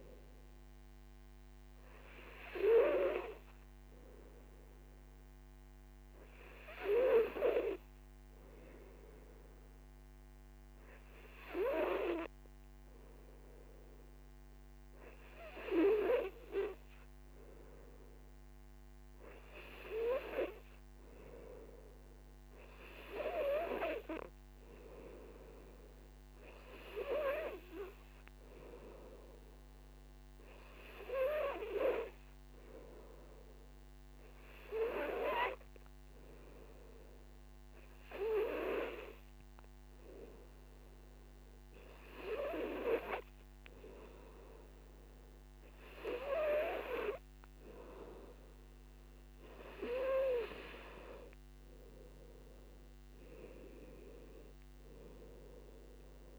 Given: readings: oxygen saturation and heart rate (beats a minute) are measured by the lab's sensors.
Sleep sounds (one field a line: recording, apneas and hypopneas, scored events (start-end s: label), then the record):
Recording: breathing in sleep by a microphone on the trachea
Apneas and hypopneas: 1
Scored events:
0.00-18.00 s: oxygen desaturation (device-marked, oxygen 90% lowest, heart rate 52 extreme)
2.50-49.00 s: obstructive apnea (oxygen 95% before, 90% lowest, heart rate 63 before, 52 extreme, up 18 after)
29.00-41.00 s: oxygen desaturation (device-marked, oxygen 98% before, 93% lowest, heart rate 55 before, 52 extreme)
51.00-54.50 s: arousal
55.00-56.39 s: oxygen desaturation (device-marked, oxygen 95% before, 91% lowest, heart rate 59 before, 53 extreme)
From the record:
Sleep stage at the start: N2 (light sleep)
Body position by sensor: on the right side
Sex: male